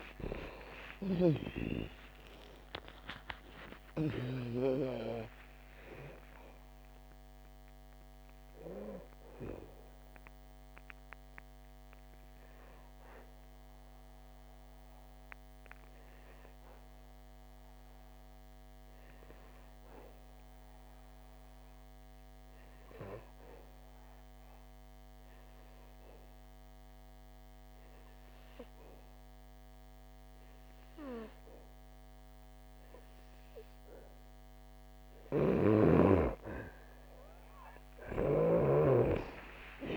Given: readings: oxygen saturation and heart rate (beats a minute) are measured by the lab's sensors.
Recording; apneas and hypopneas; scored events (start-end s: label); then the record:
breathing in sleep by a microphone on the trachea; 1
0.00-4.50 s: snoring (device-marked)
0.00-5.50 s: arousal
10.00-31.00 s: oxygen desaturation (device-marked, oxygen 92% before, 86% lowest, heart rate 79 before, 57 extreme)
12.00-34.50 s: obstructive apnea (oxygen 97% before, 86% lowest, heart rate 80 before, 57 extreme, up 3 after)
35.50-39.00 s: snoring (device-marked)
37.00-39.97 s: arousal
From the record:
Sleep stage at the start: N2 (light sleep); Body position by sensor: on the back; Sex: female